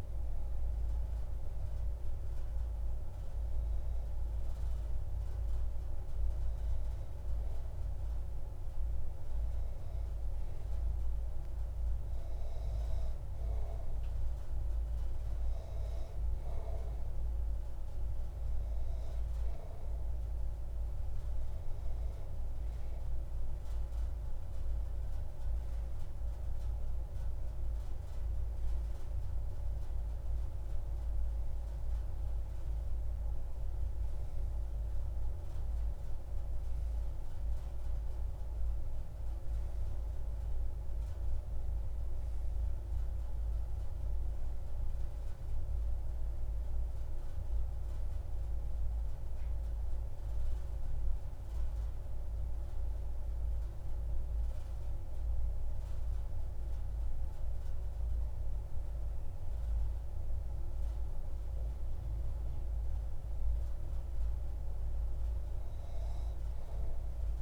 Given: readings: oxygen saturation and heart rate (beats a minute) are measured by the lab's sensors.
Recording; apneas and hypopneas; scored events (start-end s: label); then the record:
breathing in sleep, hard to hear, by a room microphone; 1
3.50-67.42 s: new sleep stage, N2 (light sleep)
34.50-39.00 s: arousal
50.00-62.00 s: hypopnea (oxygen 94% before, 91% lowest)
64.50-67.42 s: arousal
From the record:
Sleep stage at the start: N1 (lightest sleep); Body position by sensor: on the back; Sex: male